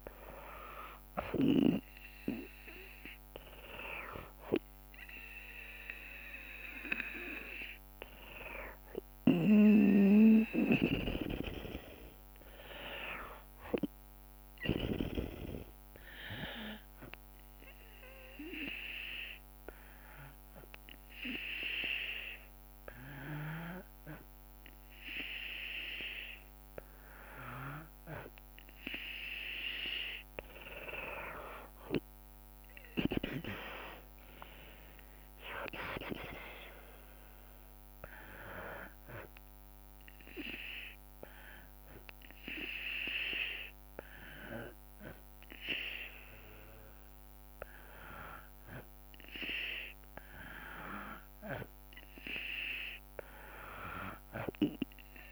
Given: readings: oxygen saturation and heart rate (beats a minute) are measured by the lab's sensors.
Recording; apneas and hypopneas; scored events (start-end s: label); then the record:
breathing in sleep by a microphone on the trachea; 2
2.50-16.50 s: drop in pulse transit time (device-marked, heart rate 84 before, 69 extreme)
17.00-28.50 s: hypopnea (oxygen 95% before, 92% lowest, heart rate 86 before, 64 extreme, up 14 after)
30.50-33.00 s: arousal
32.50-44.50 s: drop in pulse transit time (device-marked, heart rate 70 before, 64 extreme)
35.50-50.50 s: oxygen desaturation (device-marked, oxygen 96% before, 92% lowest, heart rate 69 before, 63 extreme)
38.50-49.00 s: obstructive apnea (oxygen 96% before, 92% lowest, heart rate 69 before, 65 extreme, up 11 after)
54.00-55.32 s: arousal
From the record:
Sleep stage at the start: N2 (light sleep); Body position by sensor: on the back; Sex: female